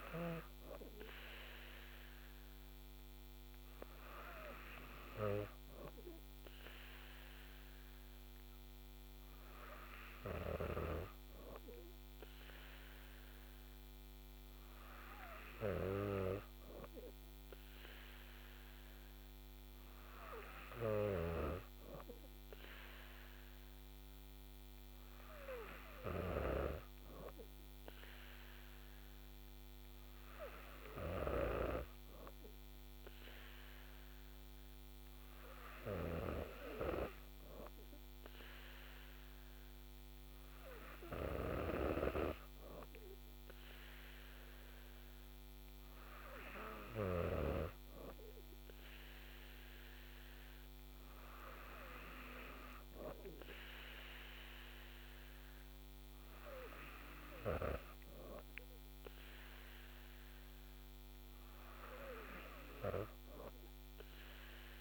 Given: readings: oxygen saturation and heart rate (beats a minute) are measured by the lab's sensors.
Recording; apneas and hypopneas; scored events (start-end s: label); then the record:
breathing in sleep by a microphone on the trachea; none
none scored
From the record:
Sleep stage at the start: N2 (light sleep); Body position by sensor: on the back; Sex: female